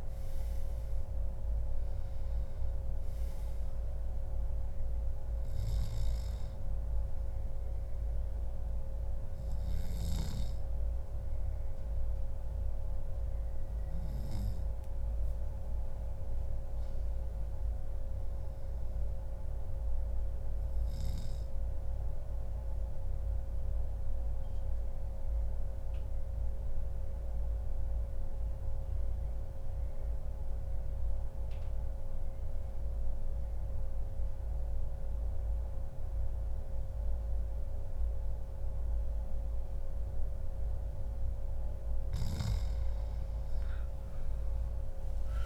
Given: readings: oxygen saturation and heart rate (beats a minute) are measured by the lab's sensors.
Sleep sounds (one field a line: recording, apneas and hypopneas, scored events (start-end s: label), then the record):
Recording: breathing in sleep, hard to hear, by a room microphone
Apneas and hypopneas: 1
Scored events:
10.50-12.50 s: long interval between heartbeats (device-marked, heart rate 144 before, 136 extreme)
20.00-40.50 s: obstructive apnea (oxygen 96% before, 90% lowest, heart rate 135 before, 125 extreme, up 9 after)
40.00-42.00 s: long interval between heartbeats (device-marked, heart rate 144 before, 133 extreme)
41.00-45.46 s: oxygen desaturation (device-marked, oxygen 97% before, 90% lowest, heart rate 144 before, 99 extreme)
42.00-45.46 s: arousal
From the record:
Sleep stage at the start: N2 (light sleep)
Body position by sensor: on the back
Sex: male